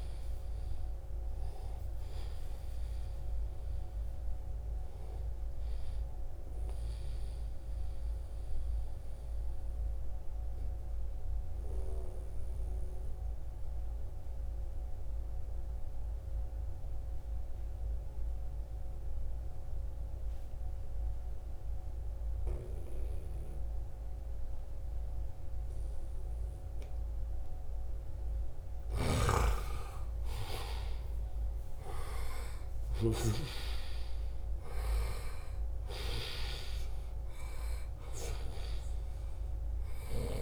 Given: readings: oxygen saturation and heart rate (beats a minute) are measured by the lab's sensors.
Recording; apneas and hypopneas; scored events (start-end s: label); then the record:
breathing in sleep by a room microphone; 1
0.00-14.50 s: oxygen desaturation (device-marked, oxygen 89% lowest, heart rate 68 extreme)
7.50-26.00 s: obstructive apnea (oxygen 96% before, 89% lowest, heart rate 76 before, 68 extreme, up 6 after)
27.50-32.00 s: arousal
27.50-40.42 s: oxygen desaturation (device-marked, oxygen 98% before, 89% lowest, heart rate 71 before, 66 extreme)
28.00-32.50 s: snoring (device-marked)
From the record:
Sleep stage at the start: N2 (light sleep); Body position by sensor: on the right side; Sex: male